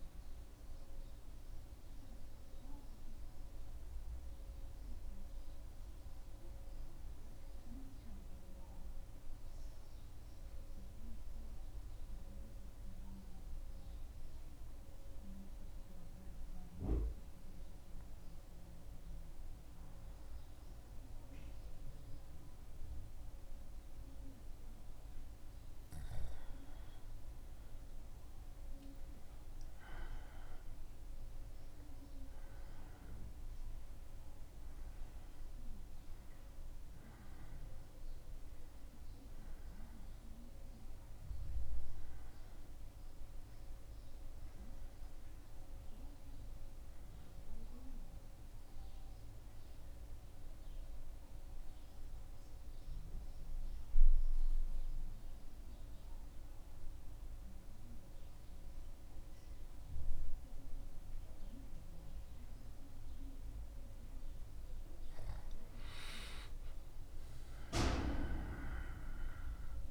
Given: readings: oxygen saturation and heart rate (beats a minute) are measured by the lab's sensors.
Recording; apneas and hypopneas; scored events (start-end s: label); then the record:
breathing in sleep by a room microphone; 2
0.00-10.00 s: oxygen desaturation (device-marked, oxygen 90% lowest, heart rate 73 extreme)
3.50-25.50 s: mixed apnea (oxygen 96% before, 90% lowest, heart rate 76 before, 73 extreme, up 4 after)
12.00-69.91 s: new sleep stage, N2 (light sleep)
28.00-33.50 s: arousal
53.00-64.00 s: central apnea (oxygen 98% before, 94% lowest, heart rate 76 before, 74 extreme, up 2 after)
66.00-69.91 s: arousal
From the record:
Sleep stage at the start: N1 (lightest sleep); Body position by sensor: on the back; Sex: male